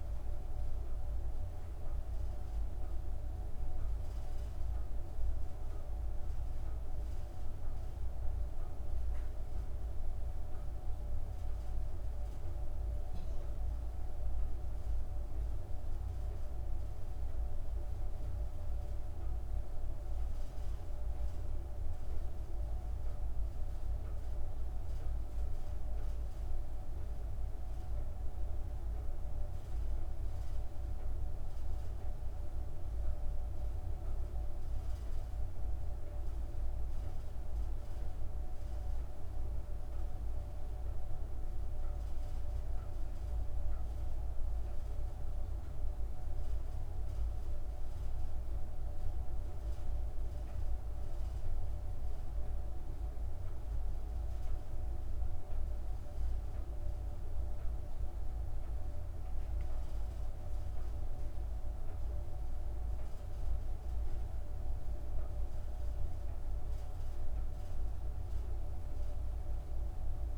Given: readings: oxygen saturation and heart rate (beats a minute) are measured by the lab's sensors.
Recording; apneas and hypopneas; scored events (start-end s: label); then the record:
breathing in sleep, hard to hear, by a room microphone; 1
11.50-70.38 s: new sleep stage, N2 (light sleep)
15.00-28.50 s: hypopnea (oxygen 97% before, 94% lowest, heart rate 54 before, 29 extreme, up 0 after)
30.50-49.50 s: oxygen desaturation (device-marked, oxygen 97% before, 94% lowest, heart rate 58 before, 25 extreme)
31.00-35.00 s: arousal
From the record:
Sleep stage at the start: N1 (lightest sleep); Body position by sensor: on the back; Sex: female